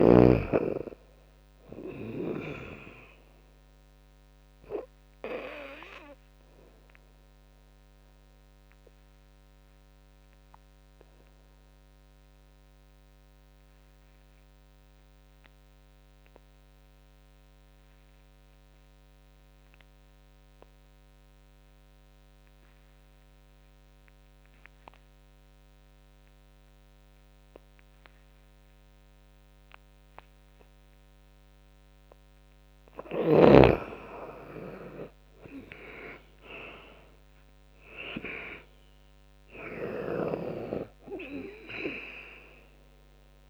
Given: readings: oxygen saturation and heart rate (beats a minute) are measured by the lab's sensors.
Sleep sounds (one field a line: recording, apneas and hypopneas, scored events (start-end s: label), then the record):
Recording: breathing in sleep by a microphone on the trachea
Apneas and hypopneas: 1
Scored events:
0.00-9.50 s: drop in pulse transit time (device-marked, heart rate 74 extreme)
0.00-11.50 s: oxygen desaturation (device-marked, oxygen 92% lowest, heart rate 68 extreme)
5.50-30.50 s: obstructive apnea (oxygen 98% before, 86% lowest, heart rate 76 before, 68 extreme, up 12 after)
28.50-43.50 s: oxygen desaturation (device-marked, oxygen 98% before, 86% lowest, heart rate 75 before, 64 extreme)
33.50-43.50 s: drop in pulse transit time (device-marked, heart rate 76 before, 72 extreme)
34.00-37.00 s: arousal
39.50-43.50 s: snoring (device-marked)
From the record:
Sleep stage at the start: N2 (light sleep)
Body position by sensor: on the back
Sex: female